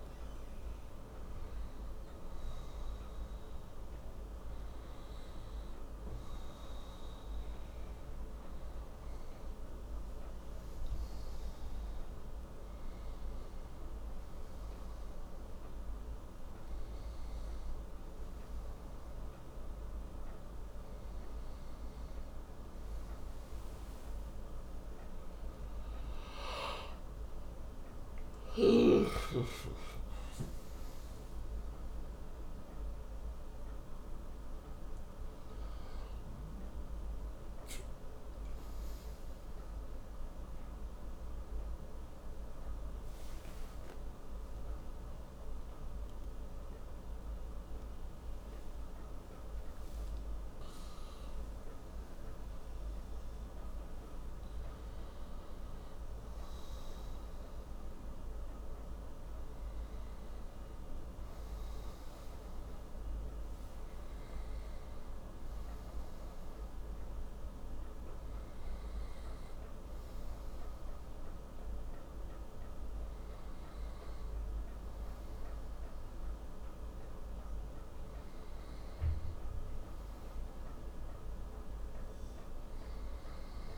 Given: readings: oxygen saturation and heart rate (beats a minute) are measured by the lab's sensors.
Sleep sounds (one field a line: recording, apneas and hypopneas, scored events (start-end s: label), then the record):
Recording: breathing in sleep, hard to hear, by a room microphone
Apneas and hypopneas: none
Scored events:
9.00-20.00 s: oxygen desaturation (device-marked, oxygen 98% before, 93% lowest)
25.50-30.00 s: arousal
64.00-73.00 s: oxygen desaturation (device-marked, oxygen 97% before, 93% lowest)
From the record:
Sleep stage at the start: N1 (lightest sleep)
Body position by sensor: on the right side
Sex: male